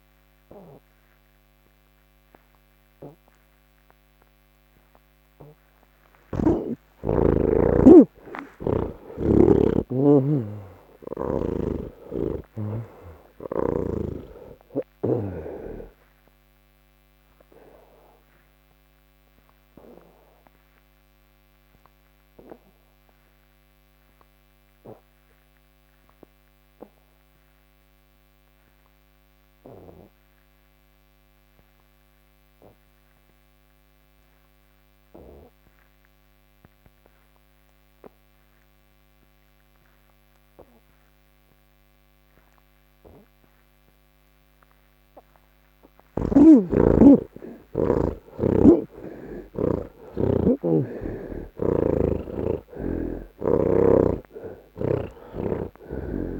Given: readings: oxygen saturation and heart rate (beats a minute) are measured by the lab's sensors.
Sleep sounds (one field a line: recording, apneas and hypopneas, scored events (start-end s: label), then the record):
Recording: breathing in sleep by a microphone on the trachea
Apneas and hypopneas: none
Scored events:
24.00-35.00 s: oxygen desaturation (device-marked, oxygen 94% before, 85% lowest, heart rate 75 before, 69 extreme)
From the record:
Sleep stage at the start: N1 (lightest sleep)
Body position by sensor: on the back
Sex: male